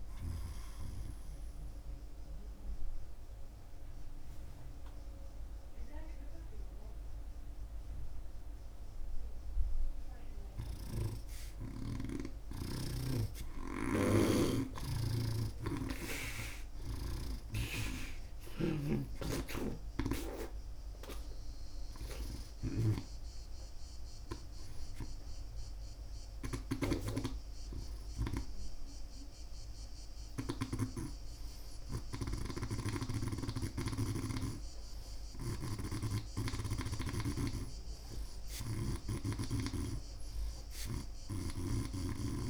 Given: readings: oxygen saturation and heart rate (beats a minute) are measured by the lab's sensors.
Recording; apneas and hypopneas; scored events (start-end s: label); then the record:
breathing in sleep by a room microphone; 1
0.50-11.00 s: obstructive apnea (oxygen 88% before, 80% lowest)
15.50-30.50 s: snoring (device-marked)
18.00-24.00 s: arousal
18.00-36.00 s: oxygen desaturation (device-marked, oxygen 92% before, 80% lowest)
32.50-39.00 s: snoring (device-marked)
41.00-42.50 s: snoring (device-marked)
From the record:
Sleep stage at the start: N2 (light sleep); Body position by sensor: on the right side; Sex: male